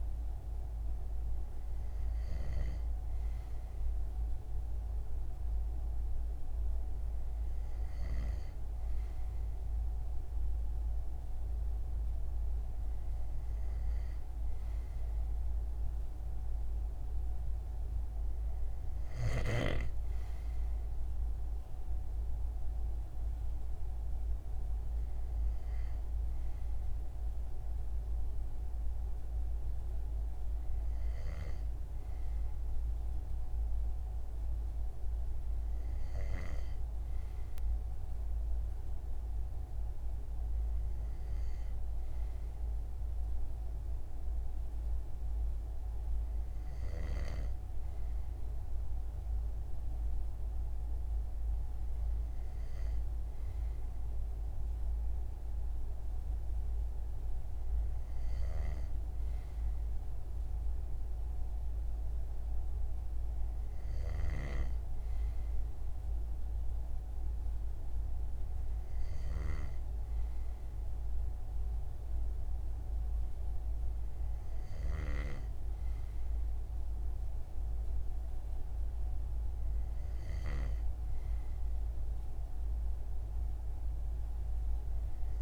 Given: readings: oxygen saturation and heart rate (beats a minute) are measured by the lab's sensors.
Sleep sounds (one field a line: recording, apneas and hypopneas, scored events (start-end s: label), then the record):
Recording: breathing in sleep by a room microphone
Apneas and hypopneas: none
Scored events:
58.00-74.50 s: snoring (device-marked)
From the record:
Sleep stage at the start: N2 (light sleep)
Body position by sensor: on the front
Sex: male